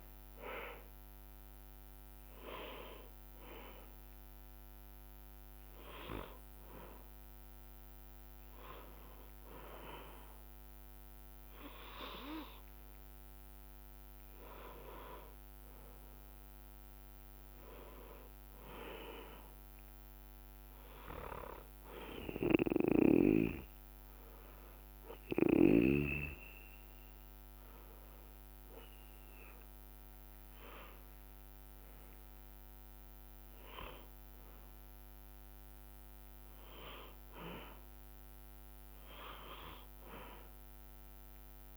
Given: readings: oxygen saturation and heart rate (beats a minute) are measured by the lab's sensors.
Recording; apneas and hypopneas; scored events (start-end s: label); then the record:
breathing in sleep by a microphone on the trachea; none
0.00-1.00 s: arousal
0.00-8.50 s: drop in pulse transit time (device-marked, heart rate 66 extreme)
0.00-13.50 s: oxygen desaturation (device-marked, oxygen 91% lowest, heart rate 58 extreme)
19.50-23.50 s: bradycardia (device-marked, heart rate 65 before, 59 extreme)
34.50-38.50 s: bradycardia (device-marked, heart rate 65 before, 59 extreme)
From the record:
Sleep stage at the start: N2 (light sleep); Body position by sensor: on the back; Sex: male